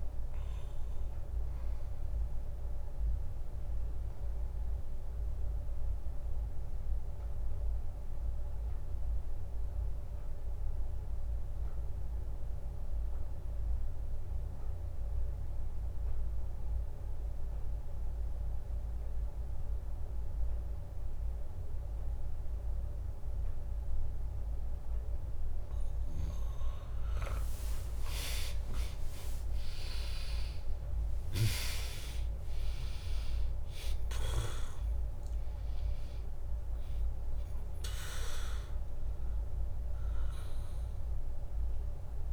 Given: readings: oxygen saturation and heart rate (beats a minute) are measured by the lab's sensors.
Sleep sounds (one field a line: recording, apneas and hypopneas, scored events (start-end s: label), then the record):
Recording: breathing in sleep by a room microphone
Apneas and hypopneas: 1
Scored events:
0.00-5.00 s: drop in pulse transit time (device-marked, heart rate 62 extreme)
0.00-19.00 s: oxygen desaturation (device-marked, oxygen 95% lowest, heart rate 62 extreme)
4.00-25.50 s: obstructive apnea (oxygen 100% before, 95% lowest, heart rate 68 before, 62 extreme, up 2 after)
29.50-35.00 s: arousal
31.00-42.33 s: drop in pulse transit time (device-marked, heart rate 65 before, 64 extreme)
35.00-42.33 s: oxygen desaturation (device-marked, oxygen 99% before, 95% lowest, heart rate 65 before, 61 extreme)
From the record:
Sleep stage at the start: N2 (light sleep)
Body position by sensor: on the back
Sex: female